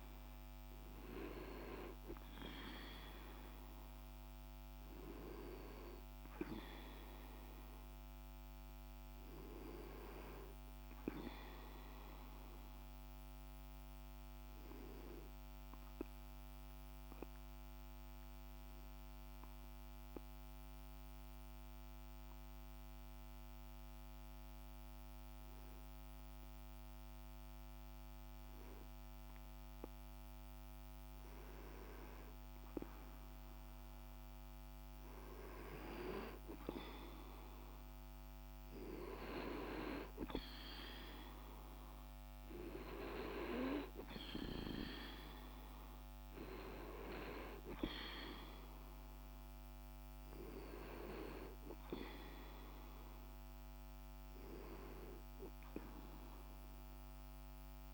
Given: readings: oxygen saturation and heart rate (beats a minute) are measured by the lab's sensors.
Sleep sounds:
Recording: breathing in sleep by a microphone on the trachea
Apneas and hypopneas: 1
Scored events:
0.00-16.00 s: oxygen desaturation (device-marked, oxygen 94% lowest)
16.00-30.50 s: mixed apnea (oxygen 98% before, 94% lowest)
32.00-36.00 s: arousal
33.00-56.00 s: oxygen desaturation (device-marked, oxygen 98% before, 94% lowest, heart rate 43 before, 25 extreme)
From the record:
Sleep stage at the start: N2 (light sleep)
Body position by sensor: on the right side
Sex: male

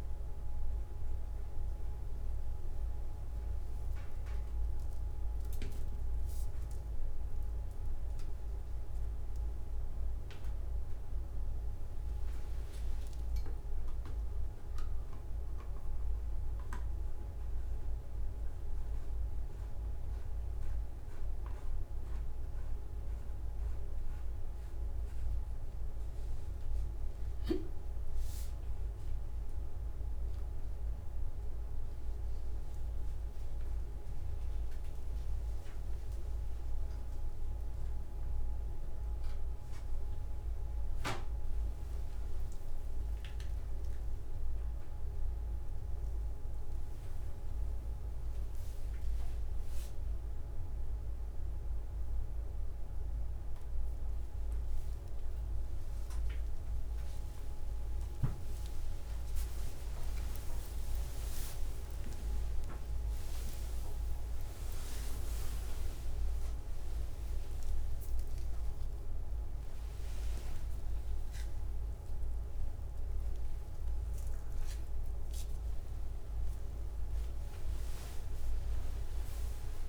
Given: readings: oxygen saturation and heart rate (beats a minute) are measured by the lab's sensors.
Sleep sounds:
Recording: a person awake in a sleep study, hard to hear, by a room microphone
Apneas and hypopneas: none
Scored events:
3.00-5.00 s: long interval between heartbeats (device-marked, heart rate 178 before, 151 extreme)
7.00-9.00 s: long interval between heartbeats (device-marked, heart rate 170 before, 167 extreme)
10.00-12.00 s: long interval between heartbeats (device-marked, heart rate 167 before, 152 extreme)
14.50-16.50 s: long interval between heartbeats (device-marked, heart rate 165 before, 169 extreme)
20.50-22.50 s: long interval between heartbeats (device-marked, heart rate 166 before, 152 extreme)
23.50-25.50 s: long interval between heartbeats (device-marked, heart rate 163 before, 135 extreme)
26.00-28.00 s: long interval between heartbeats (device-marked, heart rate 162 before, 149 extreme)
29.50-31.50 s: long interval between heartbeats (device-marked, heart rate 161 before, 191 extreme)
32.50-34.50 s: long interval between heartbeats (device-marked, heart rate 167 before, 212 extreme)
39.50-41.50 s: long interval between heartbeats (device-marked, heart rate 156 before, 42 extreme)
47.00-49.00 s: long interval between heartbeats (device-marked, heart rate 114 before, 88 extreme)
55.00-57.00 s: long interval between heartbeats (device-marked, heart rate 70 before, 27 extreme)
57.00-59.00 s: long interval between heartbeats (device-marked, heart rate 59 before, 43 extreme)
60.00-62.00 s: long interval between heartbeats (device-marked, heart rate 58 before, 89 extreme)
63.00-65.00 s: long interval between heartbeats (device-marked, heart rate 65 before, 80 extreme)
67.00-69.00 s: long interval between heartbeats (device-marked, heart rate 72 before, 89 extreme)
71.00-73.00 s: long interval between heartbeats (device-marked, heart rate 69 before, 55 extreme)
73.00-75.00 s: long interval between heartbeats (device-marked, heart rate 65 before, 66 extreme)
From the record:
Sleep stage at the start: awake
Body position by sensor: upright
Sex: male

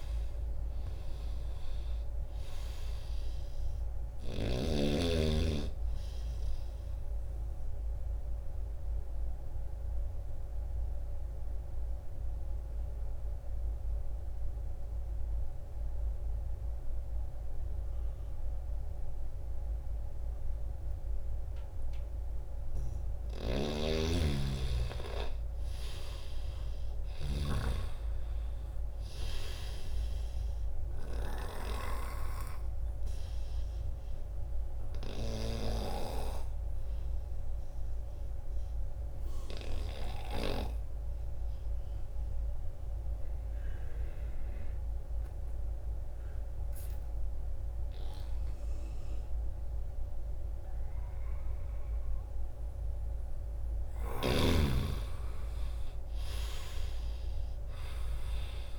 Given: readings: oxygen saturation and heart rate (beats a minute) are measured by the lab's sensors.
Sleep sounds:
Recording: breathing in sleep by a room microphone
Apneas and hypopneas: 2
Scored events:
0.00-17.00 s: oxygen desaturation (device-marked, oxygen 88% lowest, heart rate 76 extreme)
7.00-22.50 s: obstructive apnea (oxygen 97% before, 88% lowest, heart rate 78 before, 78 extreme, up 0 after)
23.00-40.50 s: snoring (device-marked)
30.00-45.00 s: oxygen desaturation (device-marked, oxygen 97% before, 90% lowest, heart rate 79 before, 67 extreme)
35.50-52.50 s: obstructive apnea (oxygen 97% before, 87% lowest, heart rate 79 before, 67 extreme)
55.00-58.50 s: arousal
From the record:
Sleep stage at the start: N2 (light sleep)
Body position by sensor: on the back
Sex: male

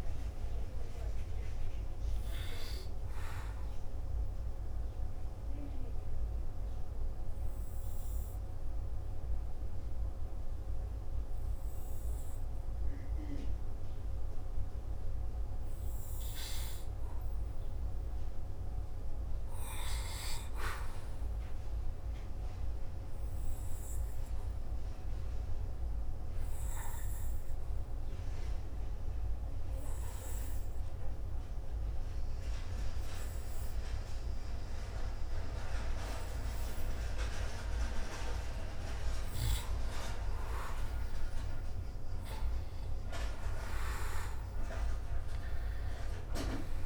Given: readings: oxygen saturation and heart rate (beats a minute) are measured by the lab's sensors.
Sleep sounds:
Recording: breathing in sleep by a room microphone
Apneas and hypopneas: 1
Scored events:
0.00-20.00 s: oxygen desaturation (device-marked, oxygen 84% lowest, heart rate 53 extreme)
14.00-46.86 s: new sleep stage, N2 (light sleep)
23.00-38.50 s: hypopnea (oxygen 99% before, 92% lowest, heart rate 59 before, 55 extreme, up 0 after)
44.50-46.86 s: arousal
From the record:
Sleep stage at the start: N1 (lightest sleep)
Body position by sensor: on the back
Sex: male

